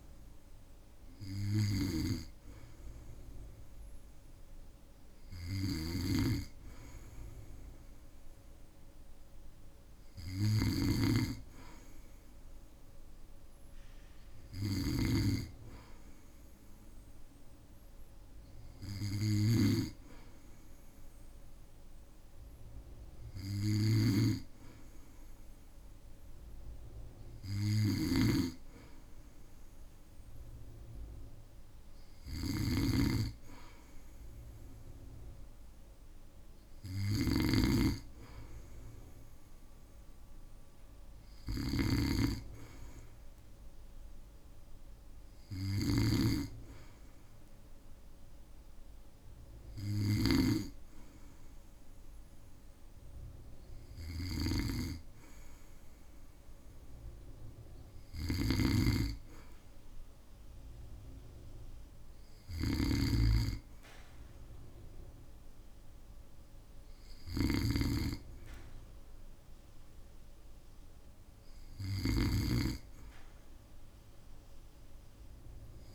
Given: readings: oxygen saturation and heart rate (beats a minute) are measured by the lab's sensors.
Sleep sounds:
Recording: breathing in sleep by a room microphone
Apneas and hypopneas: none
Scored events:
0.00-75.95 s: snoring (device-marked)
From the record:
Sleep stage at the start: N2 (light sleep)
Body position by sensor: on the back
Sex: male

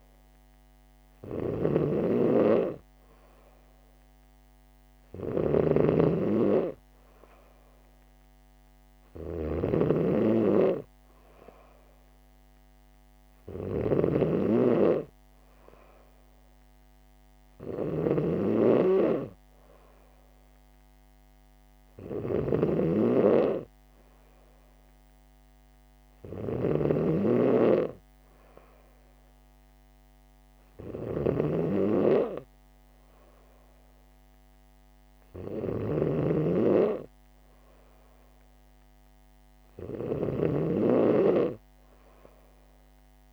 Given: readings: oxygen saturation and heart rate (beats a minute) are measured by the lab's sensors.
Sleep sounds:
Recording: breathing in sleep by a microphone on the trachea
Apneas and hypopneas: none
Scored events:
0.00-43.33 s: snoring (device-marked)
From the record:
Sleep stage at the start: N3 (deep sleep)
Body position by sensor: on the back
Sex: female

